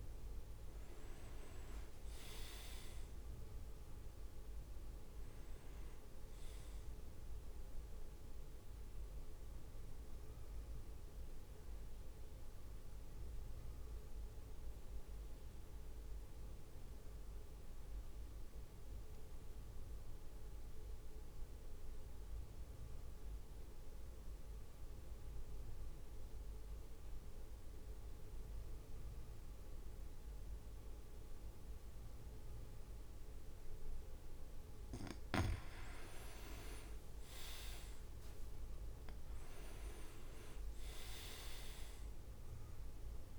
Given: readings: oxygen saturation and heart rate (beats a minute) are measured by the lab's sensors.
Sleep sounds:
breathing in sleep by a room microphone; 1
0.00-1.00 s: arousal
0.00-6.50 s: drop in pulse transit time (device-marked, heart rate 56 extreme)
1.50-6.50 s: leg movement (device-marked)
1.50-9.50 s: oxygen desaturation (device-marked, oxygen 99% before, 95% lowest, heart rate 56 before, 55 extreme)
15.00-35.50 s: mixed apnea (oxygen 99% before, 95% lowest, heart rate 58 before, 52 extreme, up 7 after)
36.50-43.39 s: oxygen desaturation (device-marked, oxygen 99% before, 95% lowest, heart rate 57 before, 52 extreme)
37.00-39.00 s: leg movement (device-marked)
37.50-43.39 s: drop in pulse transit time (device-marked, heart rate 57 before, 56 extreme)
39.00-40.50 s: leg movement (device-marked)
39.00-43.39 s: arousal
From the record:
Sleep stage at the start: N2 (light sleep); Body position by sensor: on the back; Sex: male

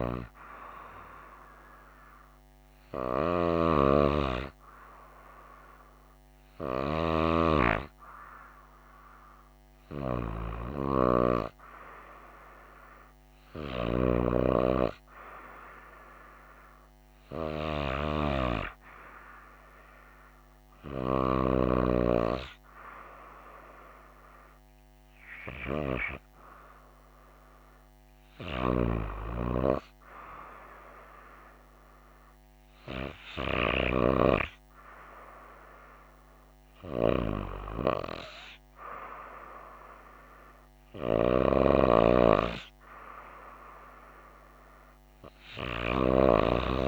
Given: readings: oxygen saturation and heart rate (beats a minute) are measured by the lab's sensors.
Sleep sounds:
breathing in sleep by a microphone on the trachea; none
none scored
From the record:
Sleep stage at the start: REM sleep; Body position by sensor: on the right side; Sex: female

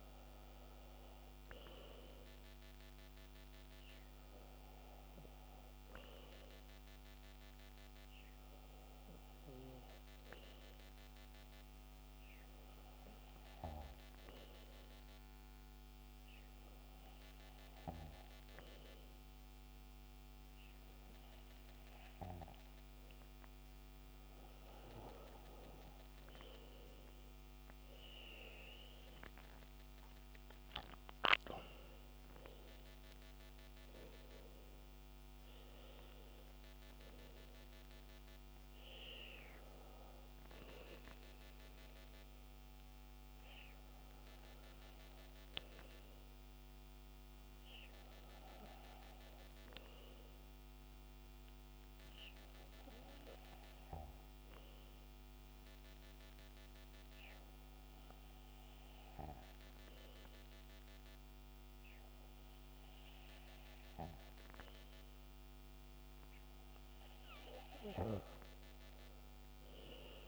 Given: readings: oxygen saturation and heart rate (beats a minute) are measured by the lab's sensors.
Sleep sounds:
breathing in sleep by a microphone on the trachea; 2
3.50-6.50 s: arousal
8.00-23.00 s: hypopnea (oxygen 97% before, 95% lowest, heart rate 63 before, 56 extreme, up 14 after)
25.50-29.50 s: arousal
44.00-66.00 s: hypopnea (oxygen 97% before, 95% lowest, heart rate 70 before, 58 extreme, up 14 after)
From the record:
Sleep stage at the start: N2 (light sleep); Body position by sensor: on the back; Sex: male

